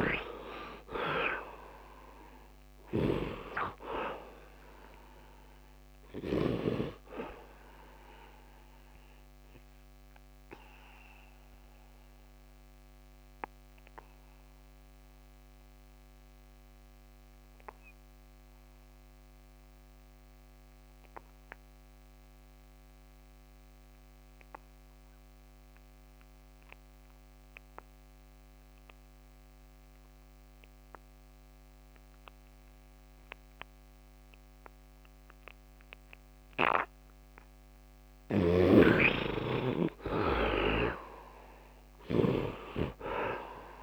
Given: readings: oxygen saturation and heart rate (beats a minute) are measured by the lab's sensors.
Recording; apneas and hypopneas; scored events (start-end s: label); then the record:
breathing in sleep by a microphone on the trachea; 1
0.00-1.00 s: arousal
0.00-21.00 s: oxygen desaturation (device-marked, oxygen 67% lowest, heart rate 71 extreme)
2.50-6.00 s: snoring (device-marked)
7.50-37.50 s: obstructive apnea (oxygen 98% before, 62% lowest, heart rate 80 before, 71 extreme, up 18 after)
23.00-43.83 s: oxygen desaturation (device-marked, oxygen 100% before, 65% lowest, heart rate 75 before, 72 extreme)
38.00-42.00 s: snoring (device-marked)
39.50-43.83 s: arousal
From the record:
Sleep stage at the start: N2 (light sleep); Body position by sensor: on the back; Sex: male